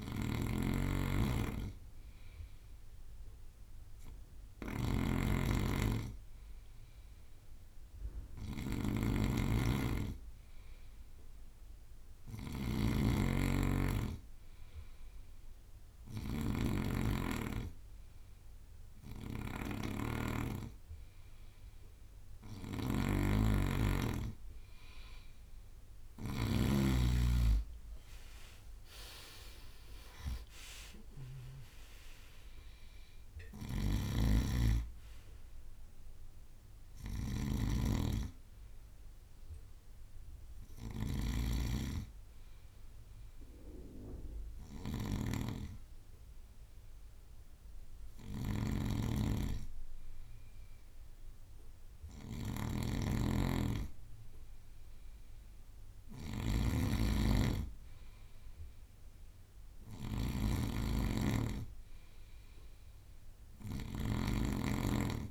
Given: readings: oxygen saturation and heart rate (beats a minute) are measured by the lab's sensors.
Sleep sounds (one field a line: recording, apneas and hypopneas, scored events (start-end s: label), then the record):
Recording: breathing in sleep by a room microphone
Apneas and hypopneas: 2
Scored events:
0.00-26.50 s: snoring (device-marked)
3.00-27.00 s: bradycardia (device-marked, heart rate 57 before, 53 extreme)
13.50-24.00 s: hypopnea (oxygen 96% before, 92% lowest, heart rate 60 before, 50 extreme, up 11 after)
27.50-32.50 s: arousal
31.00-41.00 s: drop in pulse transit time (device-marked, heart rate 55 before, 50 extreme)
32.00-39.00 s: bradycardia (device-marked, heart rate 57 before, 50 extreme)
33.50-65.31 s: snoring (device-marked)
42.00-44.00 s: long interval between heartbeats (device-marked, heart rate 57 before, 60 extreme)
43.50-56.00 s: hypopnea (oxygen 95% before, 92% lowest, heart rate 57 before, 54 extreme, up 23 after)
45.00-52.00 s: bradycardia (device-marked, heart rate 57 before, 54 extreme)
55.00-57.00 s: long interval between heartbeats (device-marked, heart rate 56 before, 67 extreme)
57.50-61.00 s: arousal
60.00-65.31 s: bradycardia (device-marked, heart rate 57 before, 54 extreme)
From the record:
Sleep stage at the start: N2 (light sleep)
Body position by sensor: on the right side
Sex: male